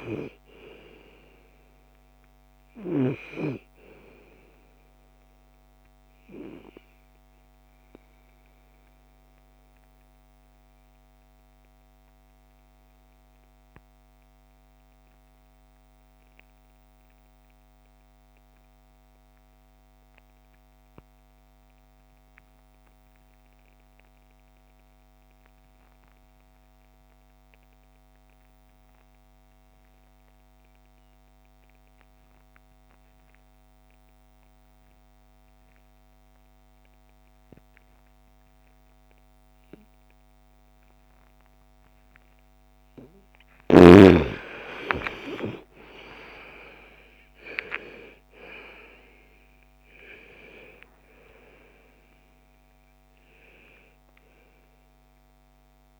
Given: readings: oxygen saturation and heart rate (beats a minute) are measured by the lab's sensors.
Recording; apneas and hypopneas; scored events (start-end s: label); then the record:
breathing in sleep by a microphone on the trachea; 1
0.00-2.50 s: snoring (device-marked)
0.00-13.50 s: oxygen desaturation (device-marked, oxygen 86% lowest, heart rate 48 extreme)
5.50-42.00 s: obstructive apnea (oxygen 98% before, 76% lowest, heart rate 63 before, 48 extreme)
27.50-56.00 s: oxygen desaturation (device-marked, oxygen 99% before, 76% lowest, heart rate 57 before, 48 extreme)
43.50-48.50 s: arousal
From the record:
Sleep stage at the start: N2 (light sleep); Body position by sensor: on the right side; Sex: female